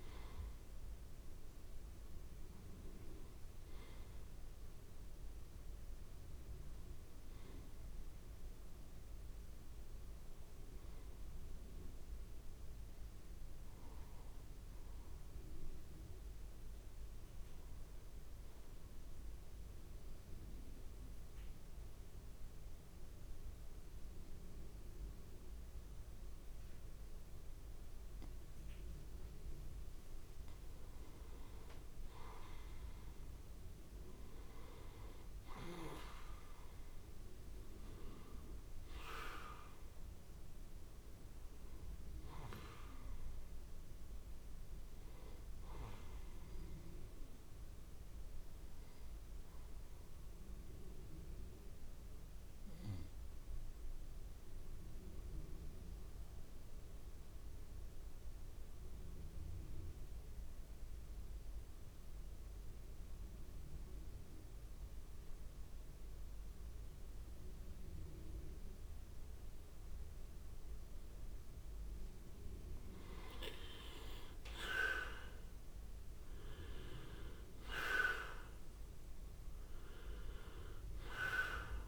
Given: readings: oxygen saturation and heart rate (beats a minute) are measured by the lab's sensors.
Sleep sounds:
breathing in sleep by a room microphone; 2
0.00-3.50 s: oxygen desaturation (device-marked, oxygen 90% lowest, heart rate 58 extreme)
5.00-9.00 s: arousal
19.50-30.50 s: obstructive apnea (oxygen 96% before, 87% lowest, heart rate 67 before, 57 extreme, up 2 after)
27.50-55.50 s: oxygen desaturation (device-marked, oxygen 95% before, 89% lowest, heart rate 70 before, 55 extreme)
32.50-35.50 s: arousal
52.00-71.50 s: mixed apnea (oxygen 95% before, 86% lowest, heart rate 65 before, 55 extreme, up 3 after)
70.50-81.88 s: oxygen desaturation (device-marked, oxygen 96% before, 86% lowest, heart rate 69 before, 55 extreme)
73.50-77.00 s: arousal
From the record:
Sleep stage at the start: N2 (light sleep); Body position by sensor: on the back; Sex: male

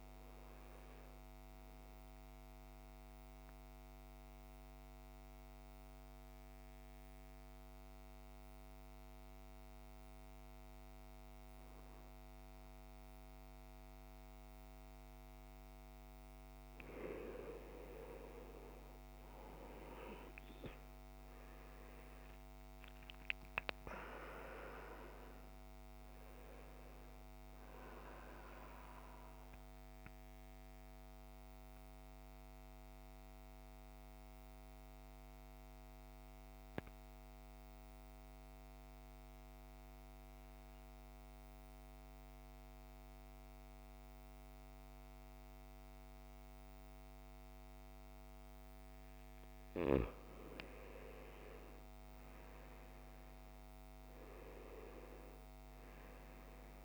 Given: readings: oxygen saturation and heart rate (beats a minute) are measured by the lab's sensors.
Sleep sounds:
breathing in sleep by a microphone on the trachea; 2
0.00-9.50 s: oxygen desaturation (device-marked, oxygen 90% lowest, heart rate 55 extreme)
3.00-16.50 s: mixed apnea (oxygen 97% before, 90% lowest, heart rate 58 before, 51 extreme, up 10 after)
18.50-22.50 s: arousal
18.50-43.50 s: oxygen desaturation (device-marked, oxygen 97% before, 90% lowest, heart rate 58 before, 51 extreme)
28.50-49.50 s: mixed apnea (oxygen 97% before, 90% lowest, heart rate 63 before, 51 extreme, up 9 after)
51.50-55.00 s: arousal
52.50-56.85 s: oxygen desaturation (device-marked, oxygen 98% before, 90% lowest, heart rate 55 before, 51 extreme)
From the record:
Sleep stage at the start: N2 (light sleep); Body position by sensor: on the back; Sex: male

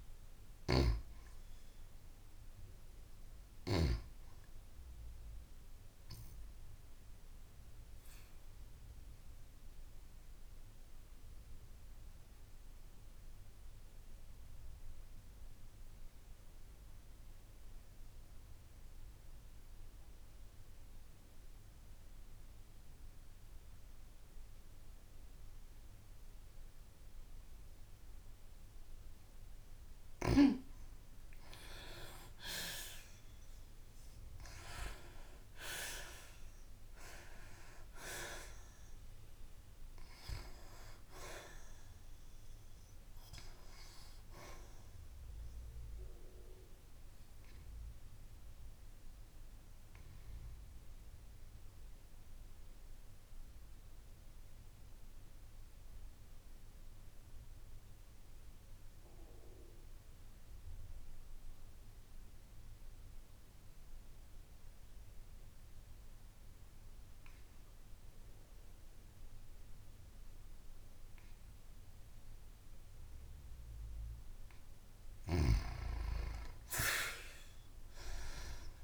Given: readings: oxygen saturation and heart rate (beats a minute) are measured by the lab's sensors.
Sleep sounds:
breathing in sleep by a room microphone; 2
0.00-12.50 s: oxygen desaturation (device-marked, oxygen 87% lowest, heart rate 53 extreme)
6.50-29.00 s: obstructive apnea (oxygen 96% before, 86% lowest, heart rate 67 before, 53 extreme, up 6 after)
31.50-35.00 s: arousal
31.50-38.50 s: oxygen desaturation (device-marked, oxygen 94% before, 88% lowest, heart rate 54 before, 55 extreme)
46.00-74.00 s: obstructive apnea (oxygen 95% before, 86% lowest, heart rate 58 before, 53 extreme, up 5 after)
69.50-78.84 s: oxygen desaturation (device-marked, oxygen 95% before, 86% lowest, heart rate 55 before, 54 extreme)
76.50-78.84 s: arousal
From the record:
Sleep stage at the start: N2 (light sleep); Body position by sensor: on the back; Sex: female

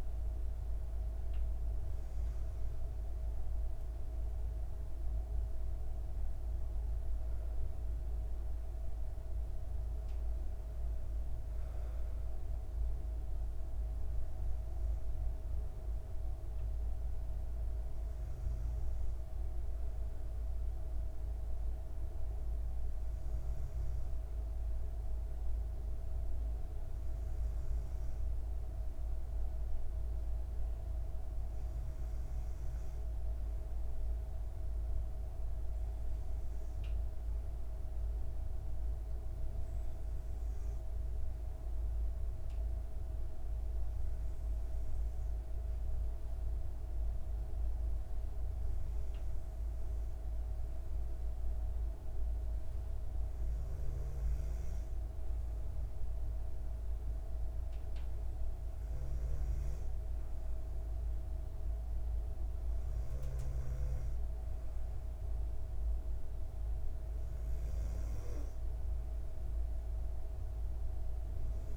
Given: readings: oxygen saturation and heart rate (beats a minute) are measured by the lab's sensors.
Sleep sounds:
breathing in sleep, hard to hear, by a room microphone; none
none scored
From the record:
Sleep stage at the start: N2 (light sleep); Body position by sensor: on the back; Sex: female

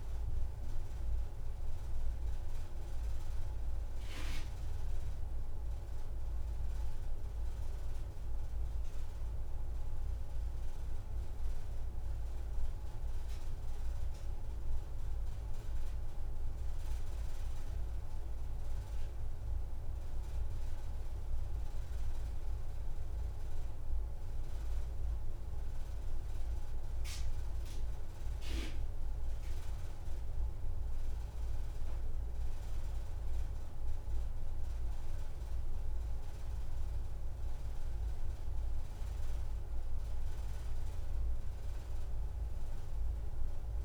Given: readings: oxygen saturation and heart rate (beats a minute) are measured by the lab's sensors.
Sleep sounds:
breathing in sleep, hard to hear, by a room microphone; none
none scored
From the record:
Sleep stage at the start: N2 (light sleep); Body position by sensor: on the back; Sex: female

